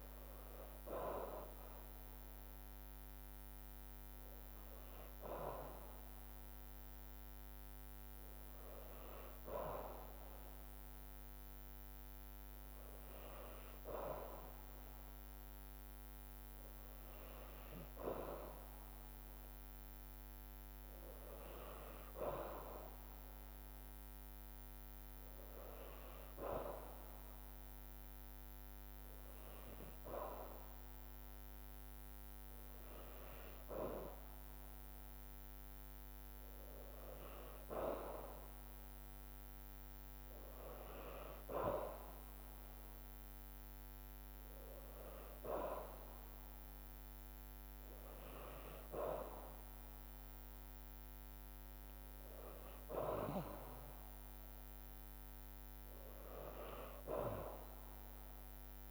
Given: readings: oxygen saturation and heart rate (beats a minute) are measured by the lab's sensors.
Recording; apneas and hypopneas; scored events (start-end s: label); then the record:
breathing in sleep by a microphone on the trachea; none
none scored
From the record:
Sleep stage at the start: N2 (light sleep); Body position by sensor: on the back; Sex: female